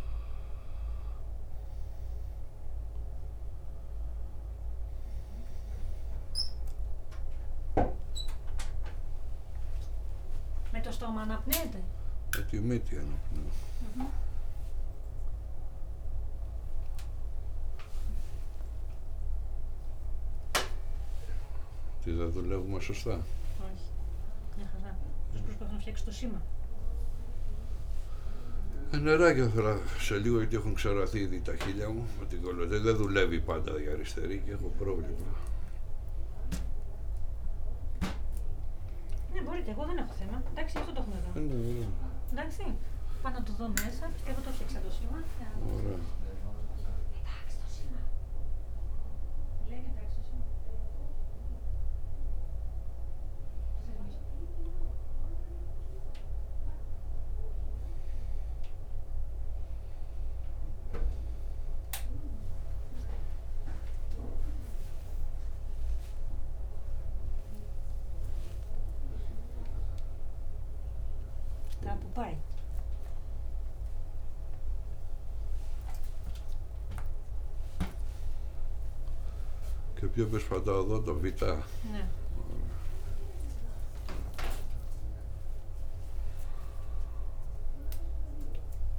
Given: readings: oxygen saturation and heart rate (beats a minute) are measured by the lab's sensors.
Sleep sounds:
a person awake in a sleep study, by a room microphone; none
11.50-88.99 s: new sleep stage, awake
28.00-33.00 s: snoring (device-marked)
From the record:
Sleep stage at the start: N2 (light sleep); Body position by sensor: on the back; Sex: male

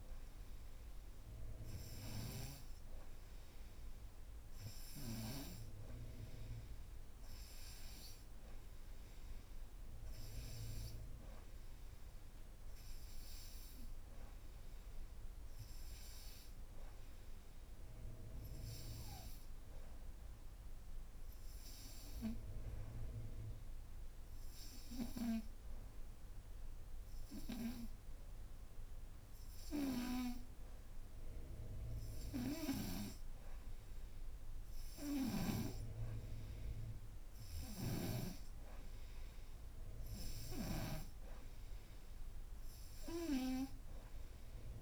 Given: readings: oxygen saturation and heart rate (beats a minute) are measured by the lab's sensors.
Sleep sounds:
breathing in sleep by a room microphone; none
33.50-44.82 s: oxygen desaturation (device-marked, oxygen 94% before, 91% lowest, heart rate 64 before, 50 extreme)
From the record:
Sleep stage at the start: N2 (light sleep); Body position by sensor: upright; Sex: female

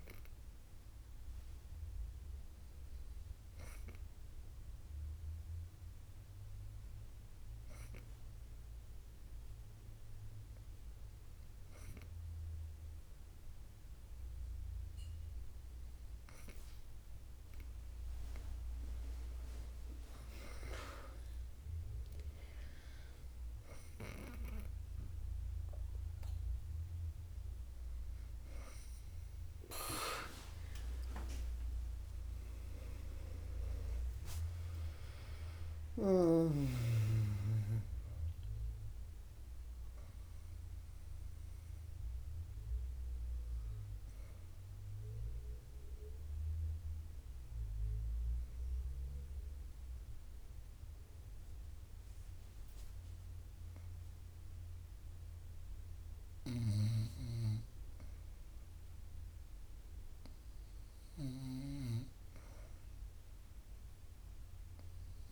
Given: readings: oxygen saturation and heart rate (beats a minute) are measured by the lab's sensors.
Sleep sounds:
breathing in sleep by a room microphone; 2
3.50-16.50 s: hypopnea (oxygen 99% before, 95% lowest, heart rate 65 before, 62 extreme)
31.00-36.50 s: arousal
43.00-57.00 s: obstructive apnea (oxygen 98% before, 94% lowest, heart rate 99 before, 60 extreme, up 24 after)
58.50-62.00 s: arousal
From the record:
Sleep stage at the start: N2 (light sleep); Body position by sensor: on the back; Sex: female

